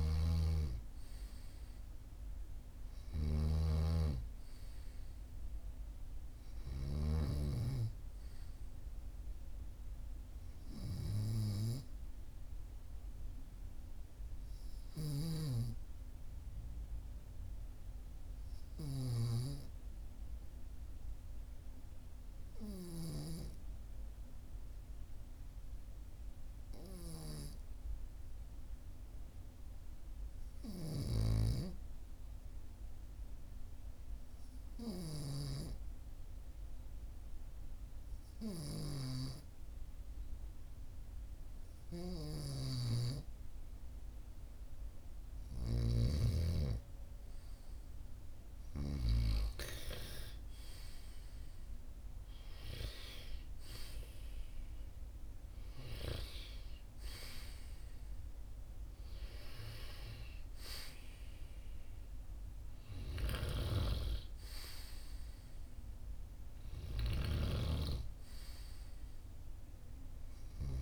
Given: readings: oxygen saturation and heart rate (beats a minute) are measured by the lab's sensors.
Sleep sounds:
breathing in sleep by a room microphone; 1
0.00-7.00 s: snoring (device-marked)
0.00-10.00 s: oxygen desaturation (device-marked, oxygen 94% lowest, heart rate 44 extreme)
15.50-44.50 s: obstructive apnea (oxygen 98% before, 94% lowest, heart rate 45 before, 44 extreme, up 3 after)
49.00-53.00 s: arousal
From the record:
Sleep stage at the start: N2 (light sleep); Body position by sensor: on the right side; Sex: male

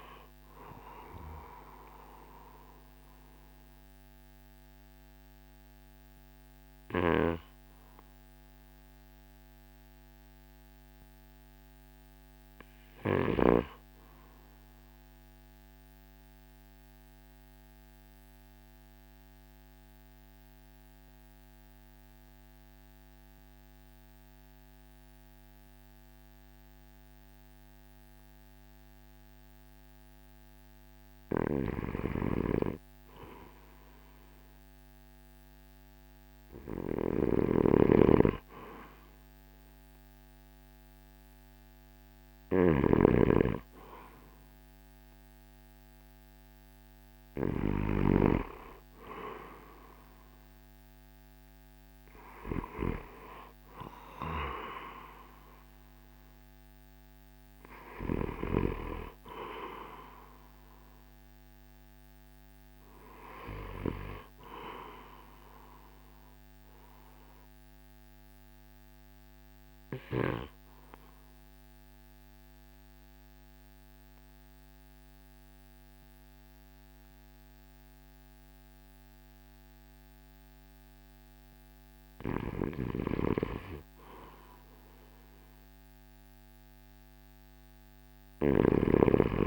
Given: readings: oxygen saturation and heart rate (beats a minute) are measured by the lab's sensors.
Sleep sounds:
breathing in sleep by a microphone on the trachea; 2
0.00-14.50 s: oxygen desaturation (device-marked, oxygen 82% lowest, heart rate 52 extreme)
2.00-46.50 s: hypopnea (oxygen 98% before, 82% lowest, heart rate 67 before, 52 extreme, up 7 after)
28.50-80.50 s: oxygen desaturation (device-marked, oxygen 98% before, 84% lowest, heart rate 55 before, 51 extreme)
37.00-48.00 s: snoring (device-marked)
46.50-63.50 s: drop in pulse transit time (device-marked, heart rate 56 before, 59 extreme)
49.50-54.00 s: arousal
66.00-80.00 s: obstructive apnea (oxygen 94% before, 84% lowest, heart rate 61 before, 52 extreme, up 3 after)
83.00-86.00 s: arousal
From the record:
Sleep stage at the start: REM sleep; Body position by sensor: on the right side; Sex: male

